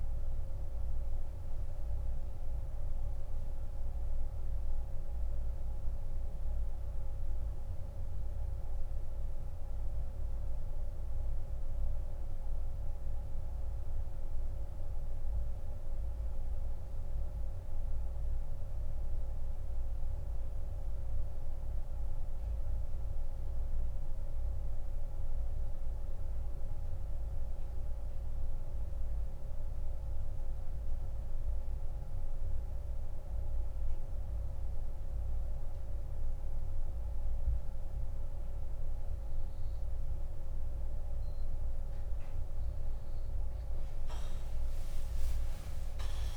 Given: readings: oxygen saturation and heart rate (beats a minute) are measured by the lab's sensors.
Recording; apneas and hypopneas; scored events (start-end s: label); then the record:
breathing in sleep, hard to hear, by a room microphone; 1
1.00-40.50 s: mixed apnea (oxygen 98% before, 87% lowest)
13.00-33.00 s: oxygen desaturation (device-marked, oxygen 94% before, 87% lowest)
44.50-46.37 s: arousal
From the record:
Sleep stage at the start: N2 (light sleep); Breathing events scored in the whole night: 209 in 3.9 hours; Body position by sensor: on the back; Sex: male